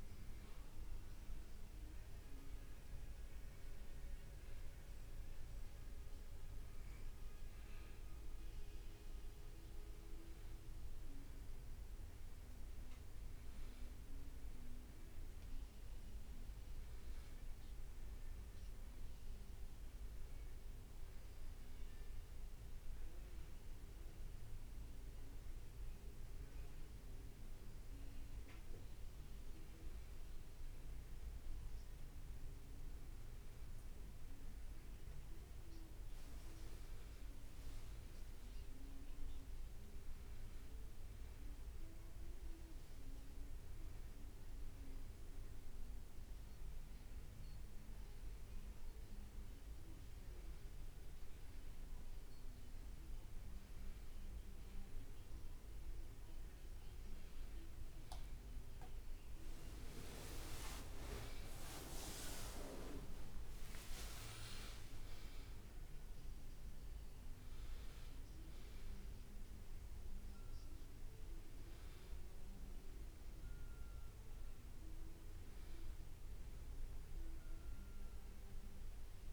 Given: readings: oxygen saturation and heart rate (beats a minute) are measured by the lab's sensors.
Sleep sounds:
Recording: breathing in sleep by a room microphone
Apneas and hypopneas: none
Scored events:
36.00-39.50 s: leg movement (device-marked)
42.00-44.50 s: leg movement (device-marked)
59.00-66.00 s: leg movement (device-marked)
61.50-65.50 s: arousal
From the record:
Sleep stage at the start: N1 (lightest sleep)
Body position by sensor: on the back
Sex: male

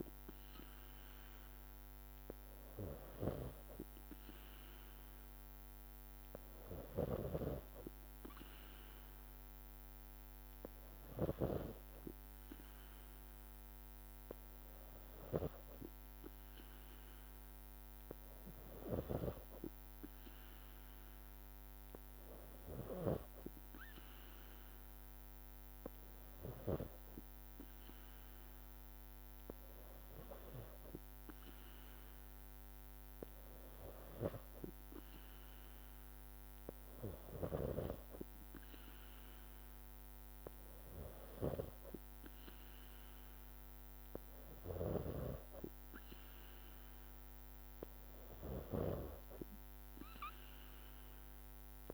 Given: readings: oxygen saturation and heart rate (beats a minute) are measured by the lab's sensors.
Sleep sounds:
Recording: breathing in sleep by a microphone on the trachea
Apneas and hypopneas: none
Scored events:
7.00-11.50 s: snoring (device-marked)
From the record:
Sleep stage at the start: N3 (deep sleep)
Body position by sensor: on the back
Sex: female

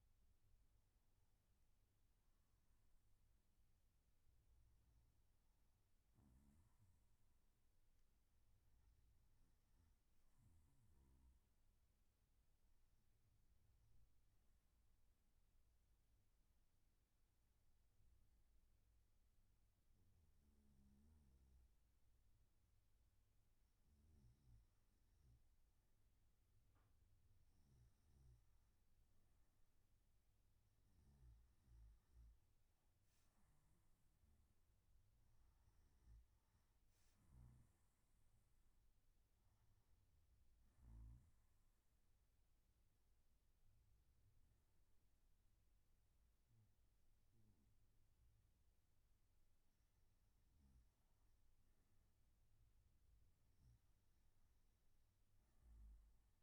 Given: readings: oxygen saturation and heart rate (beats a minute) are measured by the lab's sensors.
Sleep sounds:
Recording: breathing in sleep, hard to hear, by a room microphone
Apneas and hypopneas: 2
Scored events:
14.50-26.00 s: hypopnea (oxygen 95% before, 93% lowest, heart rate 63 before, 56 extreme, up 3 after)
40.50-51.50 s: hypopnea (oxygen 95% before, 93% lowest, heart rate 60 before, 57 extreme, up 6 after)
From the record:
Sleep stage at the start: N1 (lightest sleep)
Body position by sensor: on the right side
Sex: male

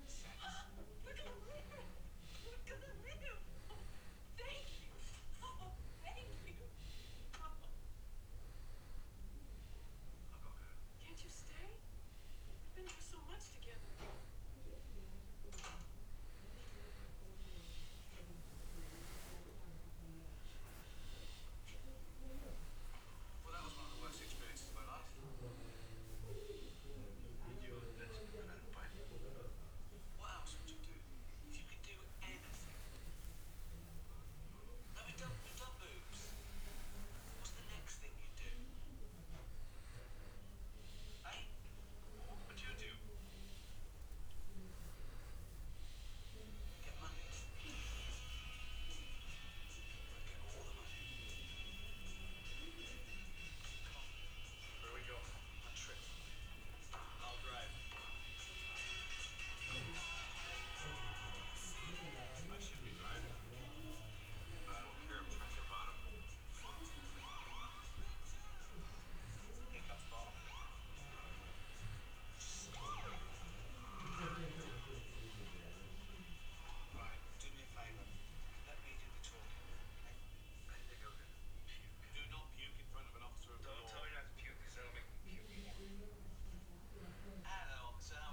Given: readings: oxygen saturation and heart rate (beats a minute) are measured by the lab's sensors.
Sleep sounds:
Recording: breathing in sleep by a room microphone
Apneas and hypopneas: none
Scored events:
65.50-69.50 s: arousal
From the record:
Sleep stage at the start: N2 (light sleep)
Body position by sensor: on the back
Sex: male

